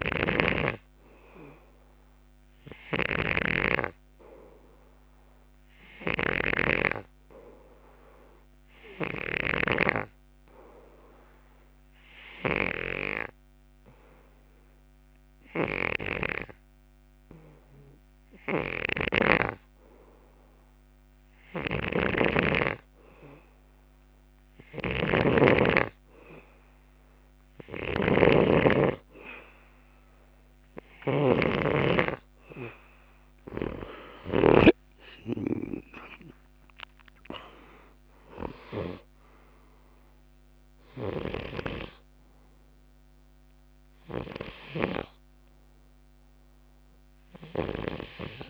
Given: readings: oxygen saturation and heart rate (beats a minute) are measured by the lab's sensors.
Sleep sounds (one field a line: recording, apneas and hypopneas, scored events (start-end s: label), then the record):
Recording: breathing in sleep by a microphone on the trachea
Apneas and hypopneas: none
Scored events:
0.00-31.50 s: snoring (device-marked)
33.50-39.00 s: snoring (device-marked)
34.00-38.50 s: arousal
41.00-48.50 s: snoring (device-marked)
41.50-47.50 s: oxygen desaturation (device-marked, oxygen 92% before, 89% lowest, heart rate 67 before, 61 extreme)
From the record:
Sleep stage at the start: N2 (light sleep)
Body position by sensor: on the left side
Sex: male